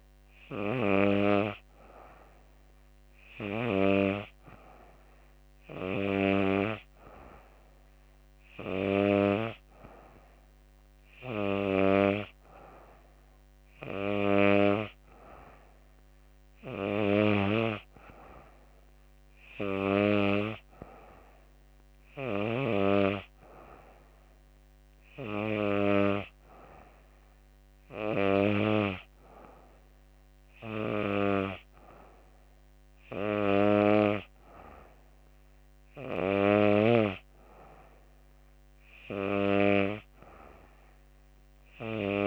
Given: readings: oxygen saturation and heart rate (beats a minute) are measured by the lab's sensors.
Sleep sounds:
breathing in sleep by a microphone on the trachea; none
none scored
From the record:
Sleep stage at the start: N2 (light sleep); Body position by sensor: on the back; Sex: female

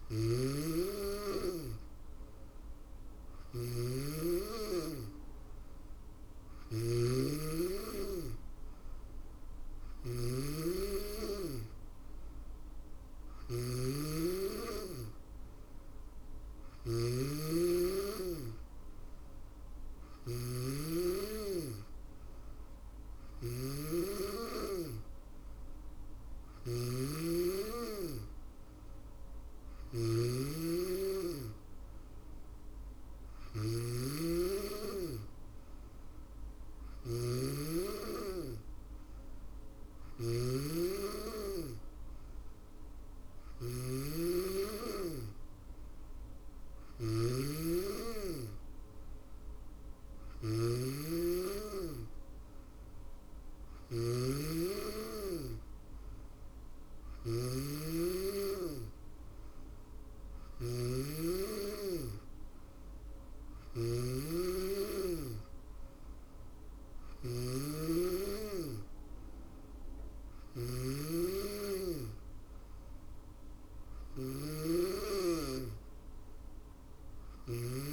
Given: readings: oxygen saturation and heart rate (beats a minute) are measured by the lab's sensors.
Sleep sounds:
breathing in sleep by a room microphone; none
0.00-77.93 s: snoring (device-marked)
From the record:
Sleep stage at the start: N2 (light sleep); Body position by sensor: on the back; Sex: female

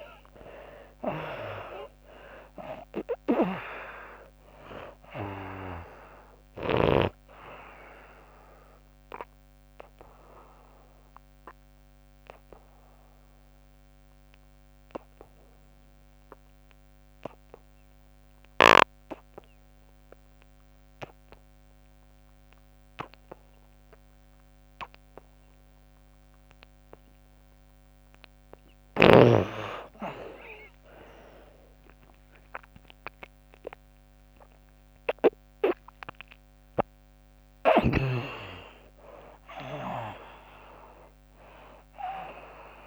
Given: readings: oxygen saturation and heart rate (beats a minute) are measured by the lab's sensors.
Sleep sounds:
breathing in sleep by a microphone on the trachea; 1
0.00-19.50 s: oxygen desaturation (device-marked, oxygen 74% lowest, heart rate 67 extreme)
8.50-26.50 s: obstructive apnea (oxygen 97% before, 71% lowest, heart rate 82 before, 67 extreme, up 23 after)
30.50-36.00 s: arousal
33.50-42.87 s: oxygen desaturation (device-marked, oxygen 96% before, 71% lowest, heart rate 71 before, 66 extreme)
From the record:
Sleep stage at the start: N2 (light sleep); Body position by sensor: on the back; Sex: female

